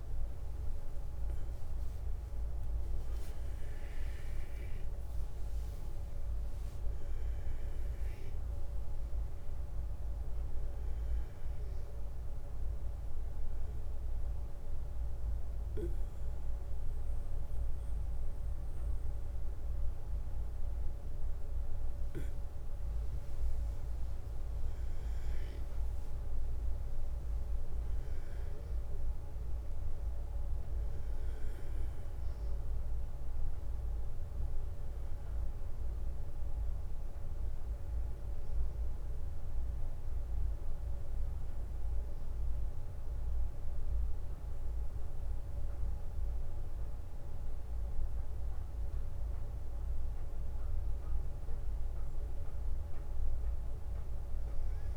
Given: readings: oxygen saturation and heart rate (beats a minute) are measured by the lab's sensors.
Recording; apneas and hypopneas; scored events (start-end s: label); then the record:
a person partly awake in a sleep study, hard to hear, by a room microphone; 2
0.00-1.50 s: oxygen desaturation (device-marked, oxygen 92% lowest, heart rate 63 extreme)
8.50-54.97 s: new sleep stage, N1 (lightest sleep)
12.00-22.50 s: obstructive apnea (oxygen 96% before, 91% lowest, heart rate 69 before, 63 extreme, up 10 after)
25.50-29.50 s: arousal
39.50-50.50 s: obstructive apnea (oxygen 96% before, 91% lowest, heart rate 67 before, 61 extreme, up 13 after)
52.50-54.97 s: arousal
From the record:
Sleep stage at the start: awake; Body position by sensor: on the back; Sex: male